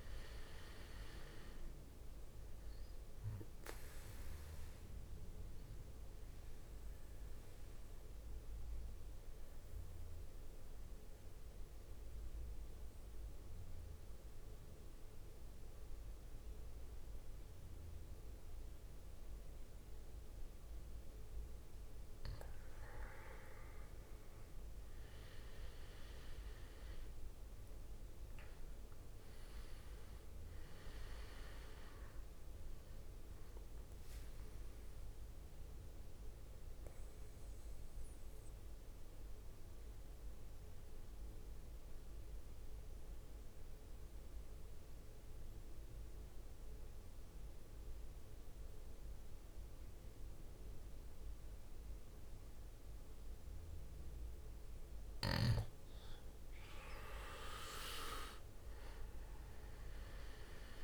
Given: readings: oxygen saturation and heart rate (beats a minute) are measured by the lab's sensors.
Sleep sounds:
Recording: breathing in sleep by a room microphone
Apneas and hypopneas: 2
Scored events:
0.00-15.50 s: oxygen desaturation (device-marked, oxygen 92% lowest, heart rate 53 extreme)
5.00-21.00 s: mixed apnea (oxygen 98% before, 90% lowest, heart rate 62 before, 52 extreme, up 17 after)
23.50-28.00 s: arousal
26.50-46.50 s: oxygen desaturation (device-marked, oxygen 98% before, 93% lowest, heart rate 57 before, 52 extreme)
35.00-55.00 s: mixed apnea (oxygen 98% before, 90% lowest, heart rate 64 before, 52 extreme, up 15 after)
57.00-60.84 s: arousal
57.50-58.50 s: leg movement (device-marked)
57.50-60.84 s: oxygen desaturation (device-marked, oxygen 98% before, 90% lowest, heart rate 56 before, 54 extreme)
58.50-60.84 s: drop in pulse transit time (device-marked, heart rate 57 before, 60 extreme)
From the record:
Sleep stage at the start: N2 (light sleep)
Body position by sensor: on the back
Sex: male

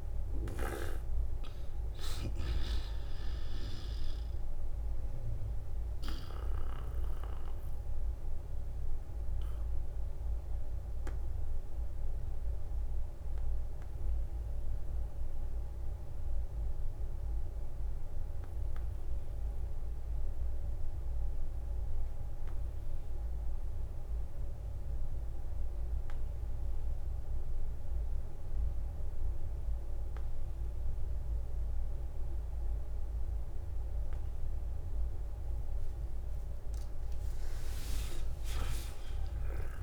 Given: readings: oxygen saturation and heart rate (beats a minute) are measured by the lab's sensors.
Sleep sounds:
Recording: breathing in sleep by a room microphone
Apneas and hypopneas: 1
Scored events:
0.00-4.00 s: oxygen desaturation (device-marked, oxygen 91% lowest, heart rate 43 extreme)
1.00-3.00 s: long interval between heartbeats (device-marked, heart rate 62 before, 62 extreme)
4.00-6.00 s: long interval between heartbeats (device-marked, heart rate 63 before, 66 extreme)
4.00-34.50 s: obstructive apnea (oxygen 95% before, 83% lowest, heart rate 63 before, 43 extreme, up 10 after)
9.00-29.00 s: oxygen desaturation (device-marked, oxygen 92% before, 83% lowest, heart rate 63 before, 43 extreme)
36.50-39.50 s: arousal
From the record:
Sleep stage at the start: N2 (light sleep)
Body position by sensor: on the back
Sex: male

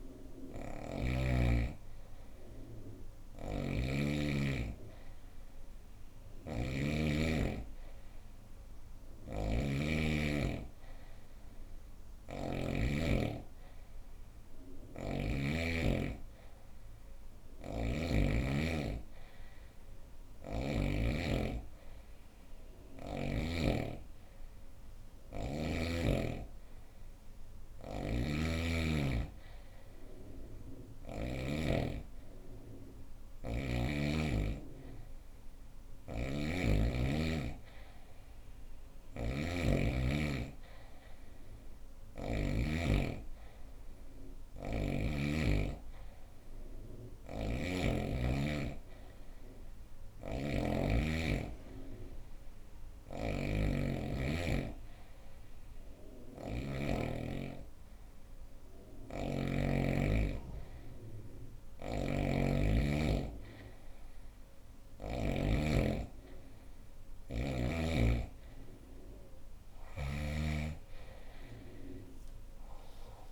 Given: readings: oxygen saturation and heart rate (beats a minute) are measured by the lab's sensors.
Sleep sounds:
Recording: breathing in sleep by a room microphone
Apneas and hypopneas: none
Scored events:
2.50-12.00 s: snoring (device-marked)
16.50-20.00 s: snoring (device-marked)
27.00-30.50 s: snoring (device-marked)
35.00-41.50 s: snoring (device-marked)
43.50-56.00 s: snoring (device-marked)
58.00-64.50 s: snoring (device-marked)
From the record:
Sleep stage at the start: N2 (light sleep)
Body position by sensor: on the right side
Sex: female

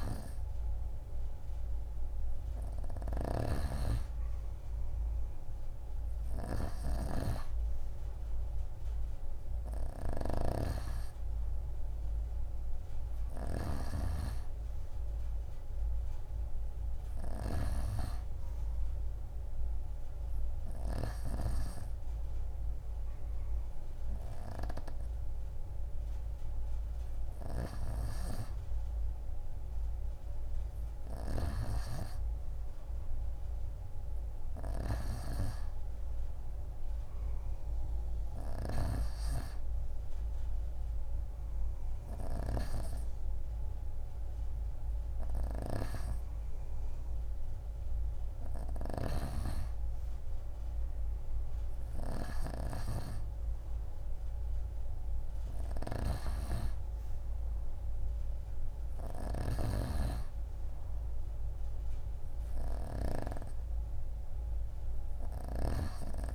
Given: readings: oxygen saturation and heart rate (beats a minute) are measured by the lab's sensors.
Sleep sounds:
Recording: breathing in sleep by a room microphone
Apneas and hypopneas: none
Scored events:
0.00-3.50 s: snoring (device-marked)
38.00-66.35 s: new sleep stage, N2 (light sleep)
From the record:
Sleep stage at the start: N3 (deep sleep)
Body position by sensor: on the right side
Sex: female

